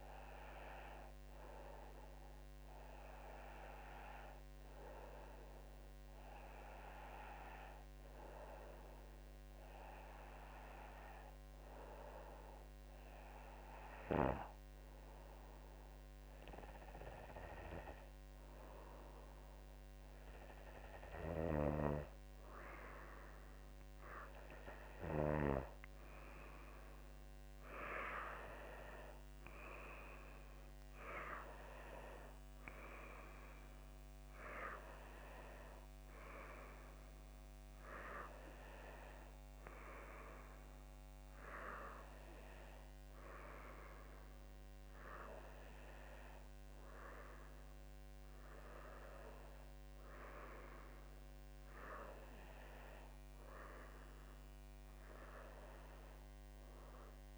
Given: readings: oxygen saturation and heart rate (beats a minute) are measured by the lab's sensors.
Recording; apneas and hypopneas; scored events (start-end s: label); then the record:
breathing in sleep by a microphone on the trachea; none
none scored
From the record:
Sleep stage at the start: N2 (light sleep); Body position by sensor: on the back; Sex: female